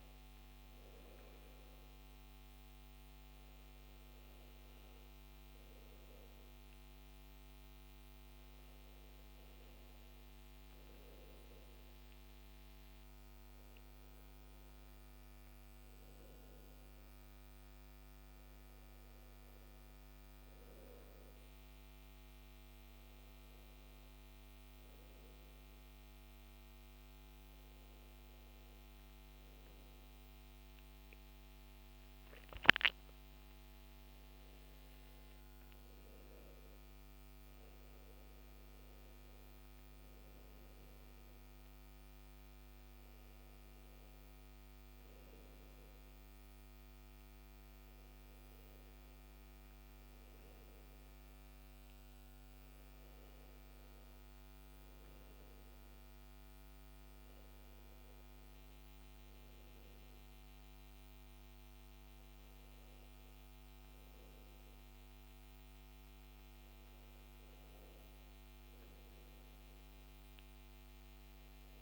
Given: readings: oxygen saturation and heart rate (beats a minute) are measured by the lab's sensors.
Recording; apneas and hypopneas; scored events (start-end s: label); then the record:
breathing in sleep, hard to hear, by a microphone on the trachea; none
none scored
From the record:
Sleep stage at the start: N2 (light sleep); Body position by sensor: on the back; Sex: male